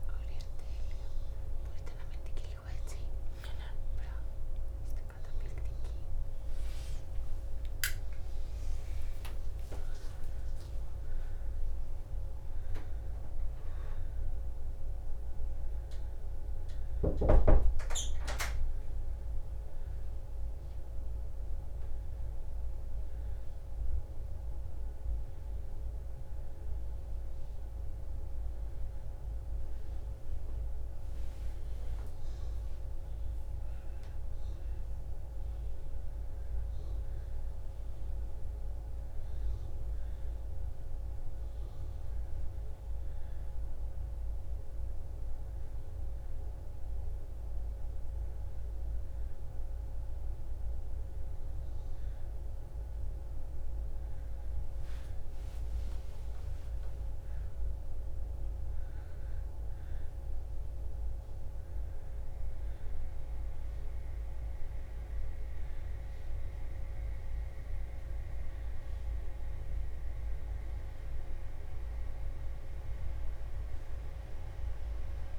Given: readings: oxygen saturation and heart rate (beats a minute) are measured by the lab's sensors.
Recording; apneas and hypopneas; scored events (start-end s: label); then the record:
a person partly awake in a sleep study, hard to hear, by a room microphone; none
5.00-75.39 s: new sleep stage, N1 (lightest sleep)
From the record:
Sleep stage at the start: awake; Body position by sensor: on the back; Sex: female